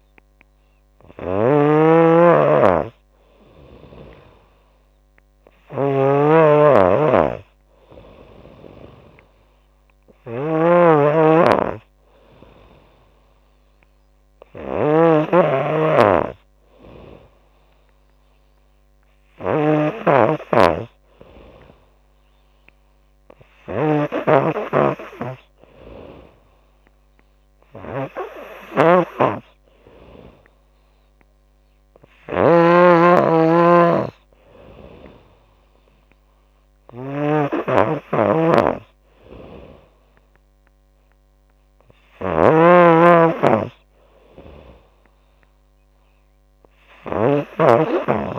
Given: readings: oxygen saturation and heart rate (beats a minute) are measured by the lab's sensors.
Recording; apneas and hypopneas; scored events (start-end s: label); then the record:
breathing in sleep by a microphone on the trachea; none
0.00-48.39 s: snoring (device-marked)
From the record:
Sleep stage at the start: N3 (deep sleep); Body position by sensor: on the back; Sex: female